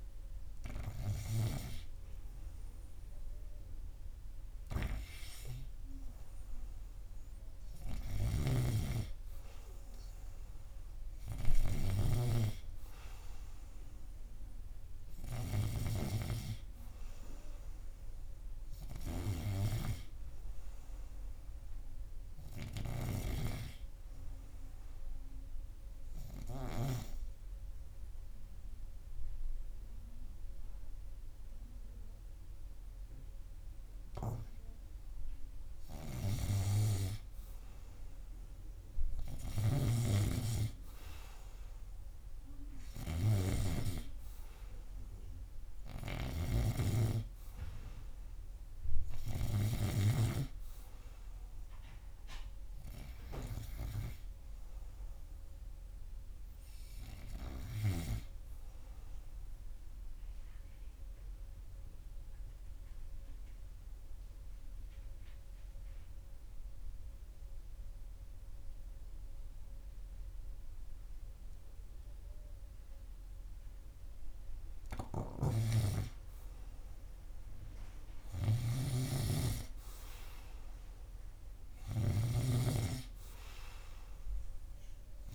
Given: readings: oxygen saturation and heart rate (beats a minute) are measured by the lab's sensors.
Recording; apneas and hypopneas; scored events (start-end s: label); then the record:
breathing in sleep by a room microphone; 2
8.50-13.00 s: snoring (device-marked)
18.50-22.00 s: arousal
25.50-36.50 s: obstructive apnea (oxygen 99% before, 96% lowest, heart rate 85 before, 83 extreme, up 2 after)
39.50-43.00 s: arousal
40.00-51.00 s: snoring (device-marked)
60.00-74.50 s: obstructive apnea (oxygen 98% before, 95% lowest, heart rate 85 before, 81 extreme, up 3 after)
69.50-85.35 s: new sleep stage, REM sleep
78.00-82.00 s: arousal
79.00-85.35 s: snoring (device-marked)
From the record:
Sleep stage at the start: N2 (light sleep); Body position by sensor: on the right side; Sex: male